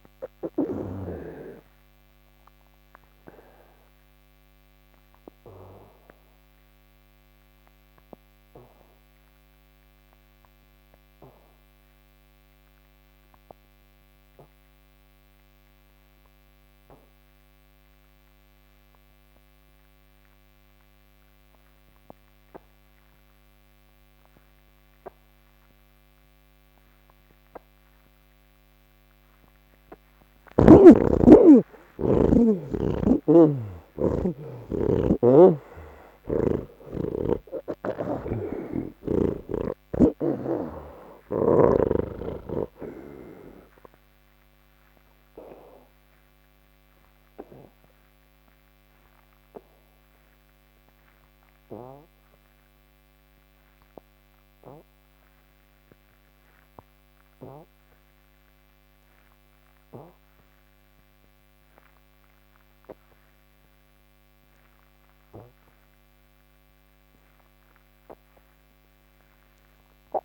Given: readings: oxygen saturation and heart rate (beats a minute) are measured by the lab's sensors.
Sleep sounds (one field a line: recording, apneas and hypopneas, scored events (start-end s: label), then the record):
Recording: breathing in sleep by a microphone on the trachea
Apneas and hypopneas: none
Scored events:
0.50-22.50 s: oxygen desaturation (device-marked, oxygen 94% before, 75% lowest, heart rate 87 before, 43 extreme)
24.50-37.50 s: oxygen desaturation (device-marked, oxygen 96% before, 85% lowest, heart rate 64 before, 40 extreme)
47.50-58.50 s: oxygen desaturation (device-marked, oxygen 86% before, 79% lowest, heart rate 69 before, 32 extreme)
From the record:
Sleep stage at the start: N3 (deep sleep)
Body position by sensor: on the back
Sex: male